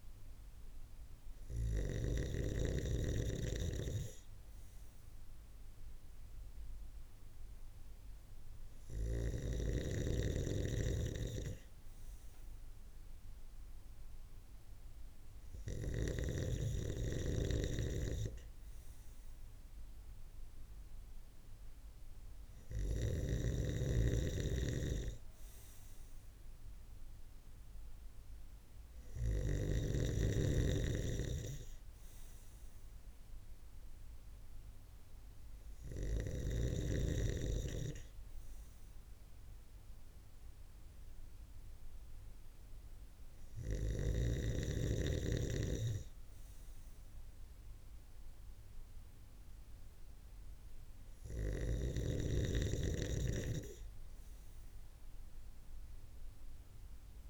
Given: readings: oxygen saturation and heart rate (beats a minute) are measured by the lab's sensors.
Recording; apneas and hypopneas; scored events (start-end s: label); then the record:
breathing in sleep by a room microphone; none
0.00-1.00 s: snoring (device-marked)
22.00-28.50 s: snoring (device-marked)
From the record:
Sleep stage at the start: N2 (light sleep); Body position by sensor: on the right side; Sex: male